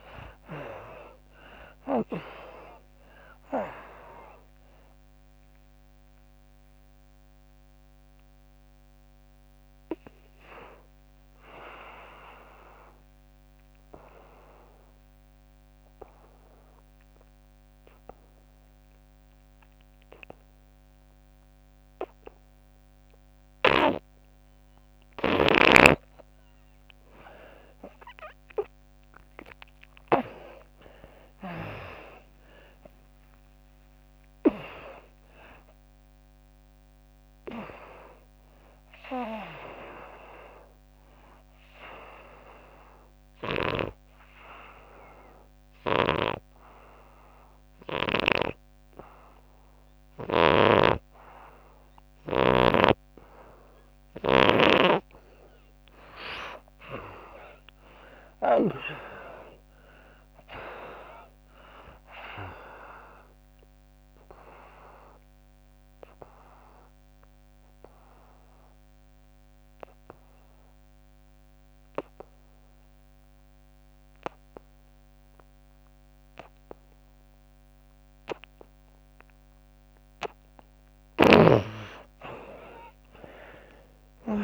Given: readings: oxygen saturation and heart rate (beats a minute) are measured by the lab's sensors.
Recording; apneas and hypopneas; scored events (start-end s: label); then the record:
breathing in sleep by a microphone on the trachea; 3
0.00-1.50 s: arousal
0.00-20.50 s: oxygen desaturation (device-marked, oxygen 81% lowest, heart rate 70 extreme)
7.00-28.00 s: mixed apnea (oxygen 97% before, 81% lowest, heart rate 79 before, 70 extreme)
28.50-45.50 s: oxygen desaturation (device-marked, oxygen 99% before, 81% lowest, heart rate 81 before, 71 extreme)
30.50-35.50 s: arousal
42.50-54.50 s: obstructive apnea (oxygen 99% before, 77% lowest, heart rate 102 before, 71 extreme, up 14 after)
45.50-54.50 s: snoring (device-marked)
53.50-59.50 s: oxygen desaturation (device-marked, oxygen 97% before, 94% lowest, heart rate 106 before, 73 extreme)
57.00-60.50 s: arousal
63.00-79.50 s: obstructive apnea (oxygen 97% before, 77% lowest, heart rate 81 before, 73 extreme, up 32 after)
64.50-71.50 s: oxygen desaturation (device-marked, oxygen 95% before, 85% lowest, heart rate 79 before, 73 extreme)
82.50-84.44 s: arousal
From the record:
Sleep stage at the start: N2 (light sleep); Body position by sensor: on the back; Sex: female